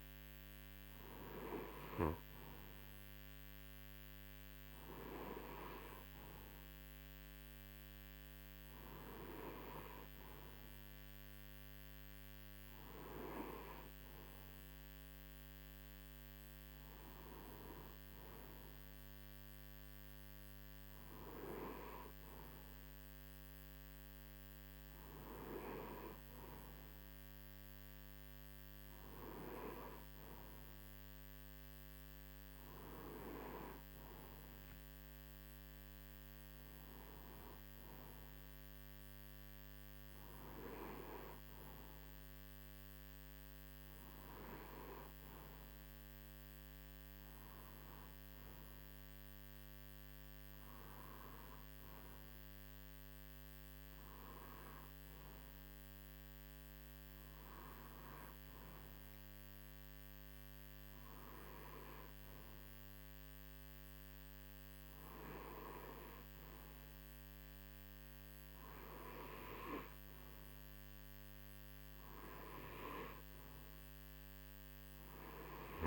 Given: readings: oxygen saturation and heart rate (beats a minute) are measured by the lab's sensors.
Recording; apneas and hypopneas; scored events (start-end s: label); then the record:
breathing in sleep by a microphone on the trachea; none
none scored
From the record:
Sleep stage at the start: N2 (light sleep); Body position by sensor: on the right side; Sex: male